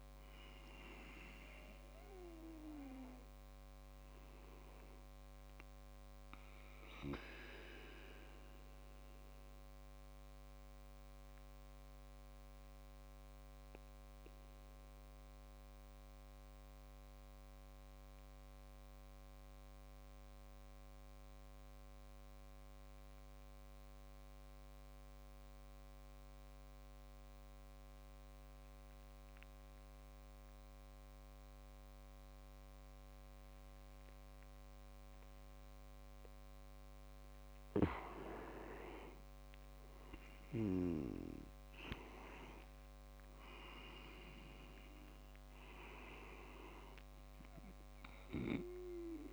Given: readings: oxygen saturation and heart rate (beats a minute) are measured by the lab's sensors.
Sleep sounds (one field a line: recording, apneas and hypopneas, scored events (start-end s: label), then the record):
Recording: breathing in sleep by a microphone on the trachea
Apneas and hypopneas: 1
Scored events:
8.00-37.50 s: mixed apnea (oxygen 98% before, 93% lowest)
38.00-49.33 s: oxygen desaturation (device-marked, oxygen 98% before, 94% lowest)
39.50-43.50 s: arousal
From the record:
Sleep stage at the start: N2 (light sleep)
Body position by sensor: on the back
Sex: male